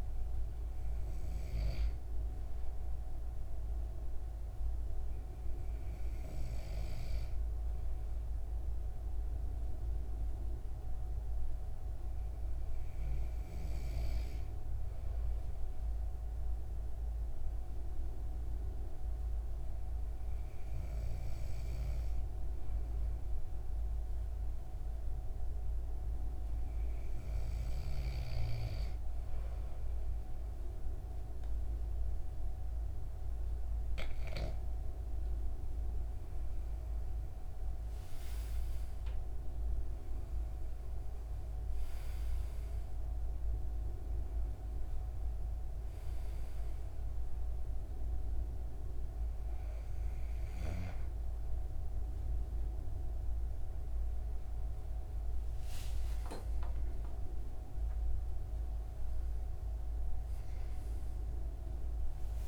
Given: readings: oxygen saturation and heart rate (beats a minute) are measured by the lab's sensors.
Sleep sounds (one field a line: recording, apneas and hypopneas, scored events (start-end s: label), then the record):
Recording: a person partly awake in a sleep study, hard to hear, by a room microphone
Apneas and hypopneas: 1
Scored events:
4.50-35.00 s: hypopnea (oxygen 97% before, 93% lowest, heart rate 78 before, 66 extreme, up 14 after)
44.00-62.47 s: new sleep stage, awake
From the record:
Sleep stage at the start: N2 (light sleep)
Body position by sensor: on the back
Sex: male